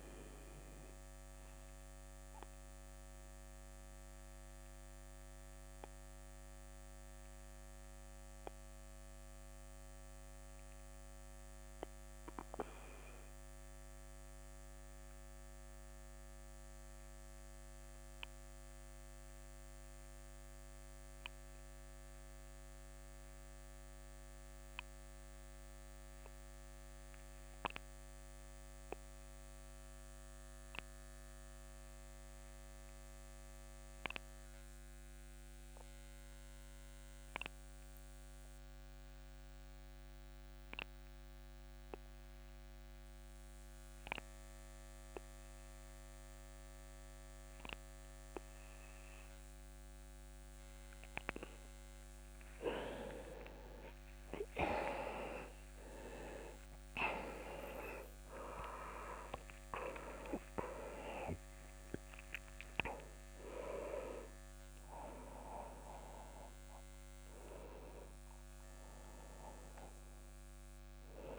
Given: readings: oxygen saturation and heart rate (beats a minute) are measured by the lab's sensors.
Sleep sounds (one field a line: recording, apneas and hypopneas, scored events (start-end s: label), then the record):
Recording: breathing in sleep by a microphone on the trachea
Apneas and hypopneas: 1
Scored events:
0.00-19.00 s: oxygen desaturation (device-marked, oxygen 90% lowest)
0.50-52.00 s: obstructive apnea (oxygen 99% before, 85% lowest)
38.00-71.39 s: oxygen desaturation (device-marked, oxygen 99% before, 85% lowest)
54.50-58.50 s: arousal
From the record:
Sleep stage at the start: N2 (light sleep)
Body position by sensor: on the back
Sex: male